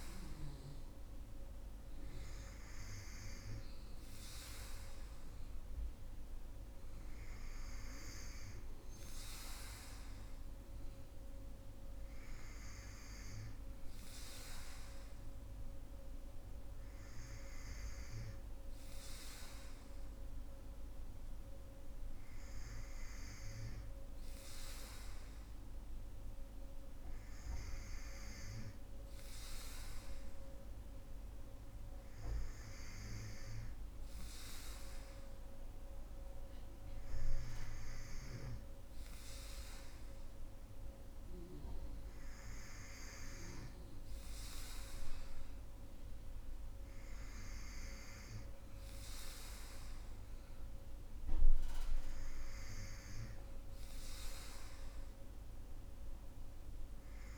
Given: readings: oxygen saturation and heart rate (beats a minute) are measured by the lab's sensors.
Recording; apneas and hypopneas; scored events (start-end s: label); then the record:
breathing in sleep, hard to hear, by a room microphone; none
none scored
From the record:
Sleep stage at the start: N3 (deep sleep); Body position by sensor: on the right side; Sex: female